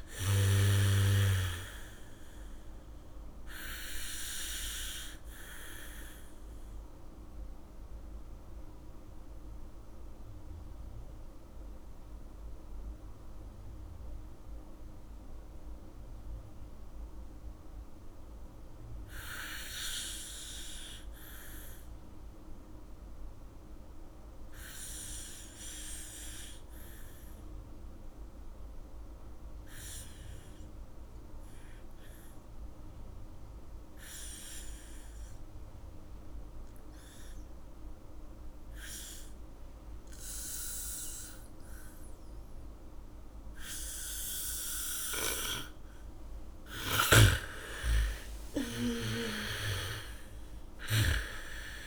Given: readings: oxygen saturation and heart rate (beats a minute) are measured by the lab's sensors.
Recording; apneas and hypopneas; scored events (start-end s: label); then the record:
breathing in sleep by a room microphone; 1
0.00-20.00 s: oxygen desaturation (device-marked, oxygen 79% lowest, heart rate 49 extreme)
6.00-45.50 s: mixed apnea (oxygen 99% before, 79% lowest, heart rate 61 before, 49 extreme, up 14 after)
31.00-51.87 s: oxygen desaturation (device-marked, oxygen 99% before, 81% lowest, heart rate 76 before, 40 extreme)
39.00-49.00 s: bradycardia (device-marked, heart rate 73 before, 52 extreme)
47.00-51.00 s: arousal
47.00-51.50 s: snoring (device-marked)
From the record:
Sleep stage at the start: N2 (light sleep); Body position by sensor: on the back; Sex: female